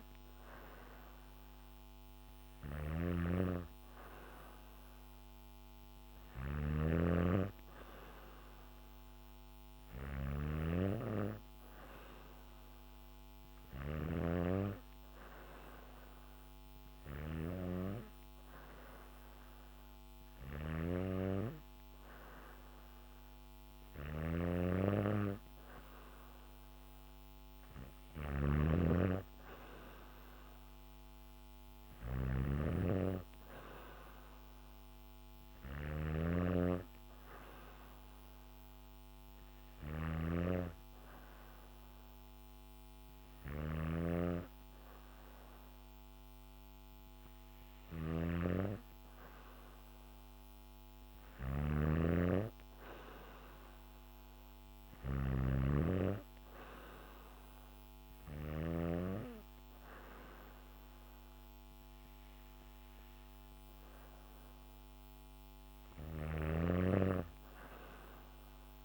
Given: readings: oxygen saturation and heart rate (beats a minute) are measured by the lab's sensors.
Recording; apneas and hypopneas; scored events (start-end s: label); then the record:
breathing in sleep by a microphone on the trachea; none
0.00-58.00 s: snoring (device-marked)
65.00-68.85 s: snoring (device-marked)
From the record:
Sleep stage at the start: N2 (light sleep); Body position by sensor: on the back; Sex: female